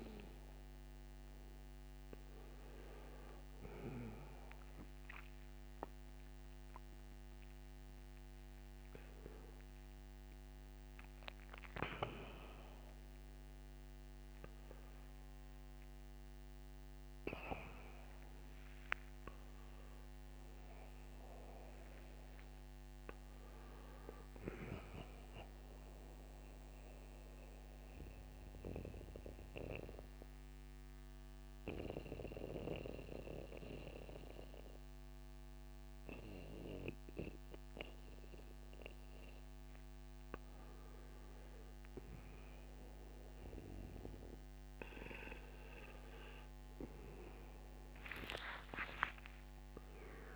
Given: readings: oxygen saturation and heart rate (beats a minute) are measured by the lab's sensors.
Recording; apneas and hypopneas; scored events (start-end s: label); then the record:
breathing in sleep by a microphone on the trachea; 1
8.00-27.00 s: oxygen desaturation (device-marked, oxygen 97% before, 94% lowest, heart rate 71 before, 60 extreme)
21.50-24.50 s: arousal
26.50-41.00 s: central apnea (oxygen 97% before, 90% lowest, heart rate 77 before, 60 extreme, up 40 after)
42.50-45.00 s: arousal
From the record:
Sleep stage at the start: N1 (lightest sleep); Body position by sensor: on the right side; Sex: male